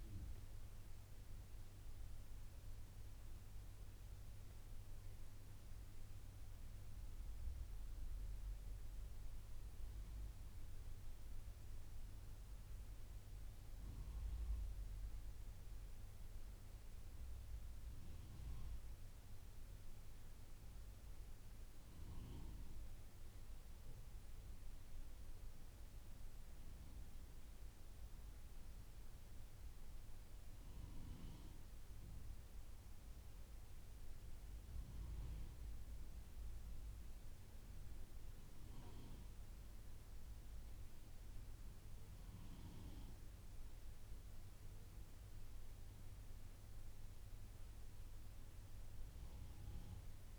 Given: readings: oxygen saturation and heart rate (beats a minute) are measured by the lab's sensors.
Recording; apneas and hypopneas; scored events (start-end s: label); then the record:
breathing in sleep, hard to hear, by a room microphone; none
none scored
From the record:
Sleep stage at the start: N2 (light sleep); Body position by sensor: on the right side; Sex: male